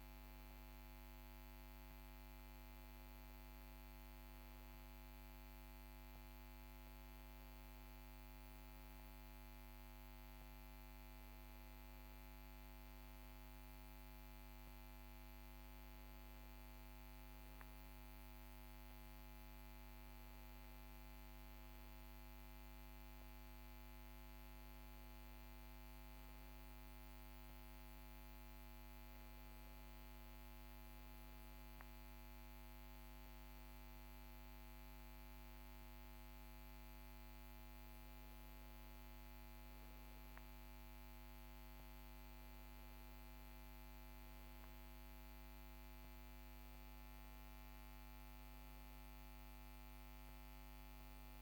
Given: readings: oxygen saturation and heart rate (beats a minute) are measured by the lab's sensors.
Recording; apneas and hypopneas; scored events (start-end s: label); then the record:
breathing in sleep, hard to hear, by a microphone on the trachea; none
none scored
From the record:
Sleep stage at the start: N1 (lightest sleep); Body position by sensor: on the back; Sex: male